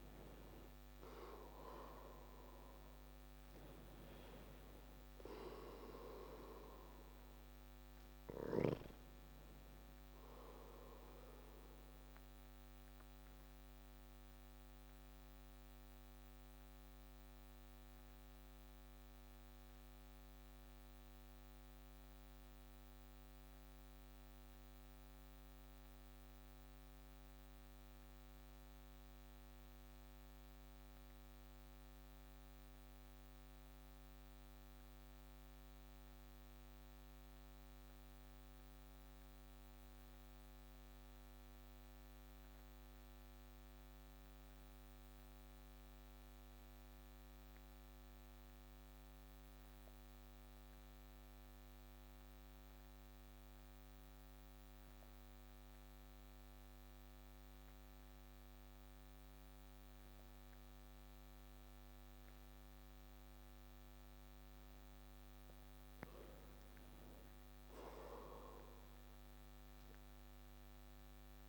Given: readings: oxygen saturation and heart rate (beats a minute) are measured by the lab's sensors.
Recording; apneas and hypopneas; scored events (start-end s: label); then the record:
breathing in sleep by a microphone on the trachea; 1
0.00-30.50 s: oxygen desaturation (device-marked, oxygen 85% lowest)
13.50-65.50 s: obstructive apnea (oxygen 94% before, 85% lowest)
60.50-71.49 s: oxygen desaturation (device-marked, oxygen 97% before, 90% lowest)
66.50-69.50 s: arousal
From the record:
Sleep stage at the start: N2 (light sleep); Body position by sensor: on the back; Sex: male